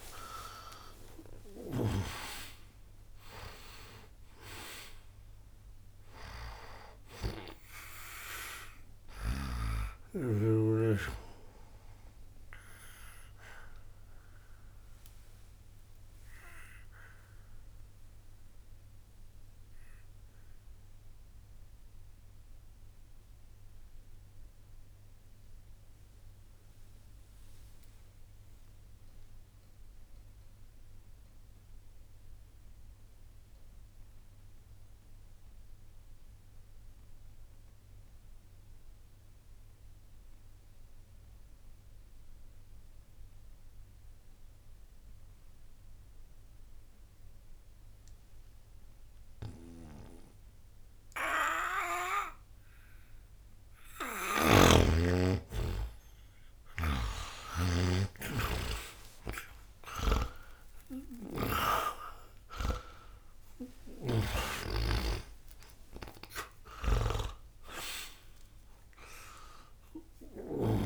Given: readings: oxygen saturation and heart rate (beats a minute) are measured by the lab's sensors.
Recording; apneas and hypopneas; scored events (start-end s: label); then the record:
breathing in sleep by a room microphone; 1
0.00-33.00 s: oxygen desaturation (device-marked, oxygen 78% lowest, heart rate 60 extreme)
15.50-52.00 s: obstructive apnea (oxygen 94% before, 77% lowest, heart rate 60 before, 60 extreme, up 20 after)
53.00-70.86 s: oxygen desaturation (device-marked, oxygen 98% before, 77% lowest, heart rate 60 before, 60 extreme)
54.00-64.00 s: snoring (device-marked)
55.50-58.50 s: arousal
From the record:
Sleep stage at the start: N2 (light sleep); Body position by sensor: on the back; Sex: male